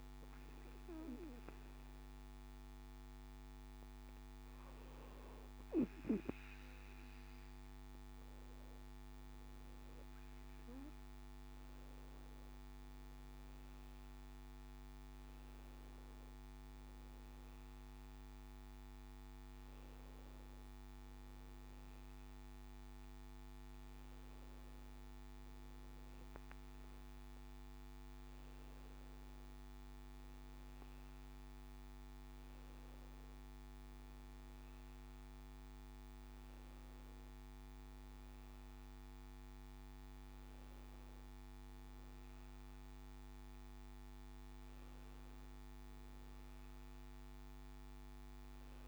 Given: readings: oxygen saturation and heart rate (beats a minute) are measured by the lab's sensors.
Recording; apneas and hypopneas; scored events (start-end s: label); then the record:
breathing in sleep, hard to hear, by a microphone on the trachea; none
13.00-48.88 s: new sleep stage, N1 (lightest sleep)
From the record:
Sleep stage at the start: N2 (light sleep); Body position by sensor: on the back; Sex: male